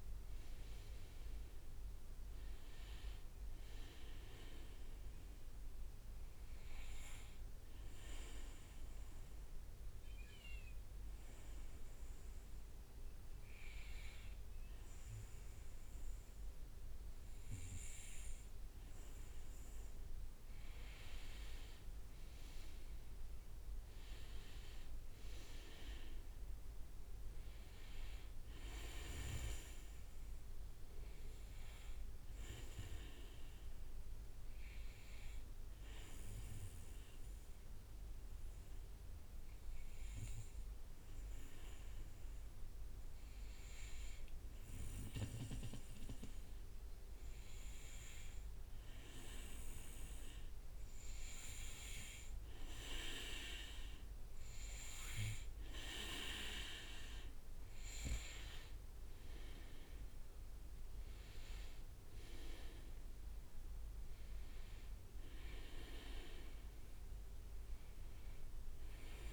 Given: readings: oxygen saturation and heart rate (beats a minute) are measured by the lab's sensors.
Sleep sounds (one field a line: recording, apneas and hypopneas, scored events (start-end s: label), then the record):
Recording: breathing in sleep by a room microphone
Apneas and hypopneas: 2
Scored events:
0.00-15.00 s: oxygen desaturation (device-marked, oxygen 94% lowest, heart rate 59 extreme)
8.00-19.00 s: obstructive apnea (oxygen 97% before, 94% lowest, heart rate 65 before, 59 extreme, up 9 after)
18.50-19.50 s: leg movement (device-marked)
23.00-27.50 s: arousal
32.50-50.00 s: hypopnea (oxygen 98% before, 94% lowest, heart rate 65 before, 59 extreme, up 5 after)
50.00-55.00 s: oxygen desaturation (device-marked, oxygen 98% before, 94% lowest, heart rate 62 before, 59 extreme)
53.50-58.50 s: arousal
From the record:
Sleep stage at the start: N2 (light sleep)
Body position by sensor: on the back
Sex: male